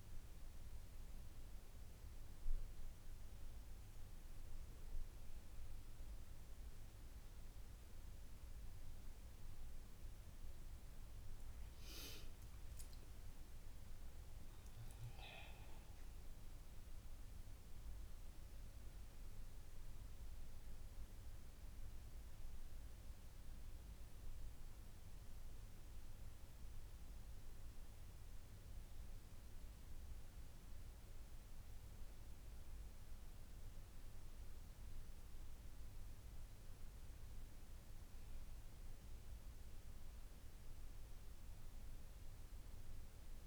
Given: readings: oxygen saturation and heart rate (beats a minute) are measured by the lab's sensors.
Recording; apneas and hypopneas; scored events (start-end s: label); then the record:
breathing in sleep, hard to hear, by a room microphone; none
none scored
From the record:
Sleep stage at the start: N1 (lightest sleep); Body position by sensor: on the back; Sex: female